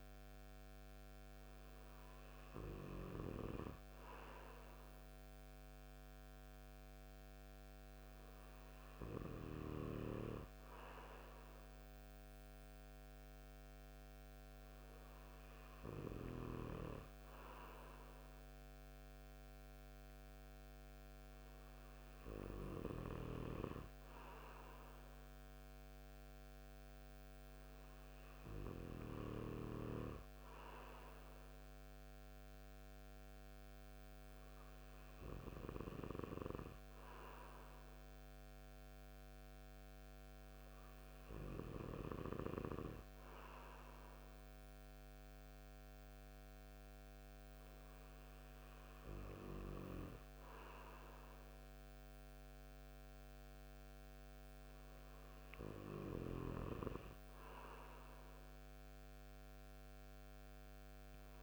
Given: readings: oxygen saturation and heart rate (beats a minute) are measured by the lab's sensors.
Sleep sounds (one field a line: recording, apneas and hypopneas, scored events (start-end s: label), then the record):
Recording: breathing in sleep by a microphone on the trachea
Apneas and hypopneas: none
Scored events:
none scored
From the record:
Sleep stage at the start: N2 (light sleep)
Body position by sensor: on the right side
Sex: male